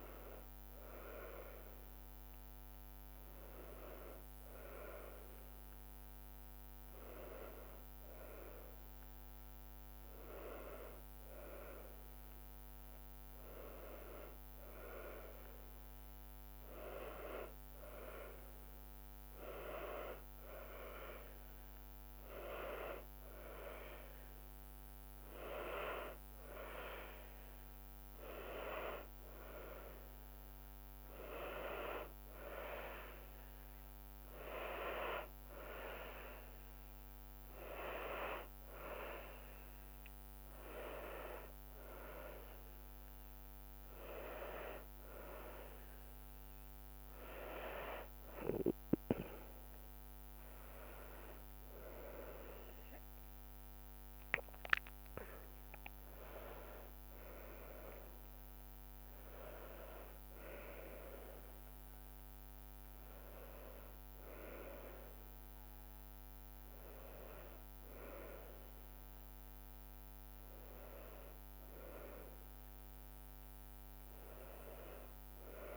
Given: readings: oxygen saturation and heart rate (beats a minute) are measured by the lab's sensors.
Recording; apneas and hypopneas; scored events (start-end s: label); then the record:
breathing in sleep by a microphone on the trachea; none
51.00-54.50 s: arousal
51.50-64.50 s: drop in pulse transit time (device-marked, heart rate 74 before, 75 extreme)
From the record:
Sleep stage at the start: N2 (light sleep); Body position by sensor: on the back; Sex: female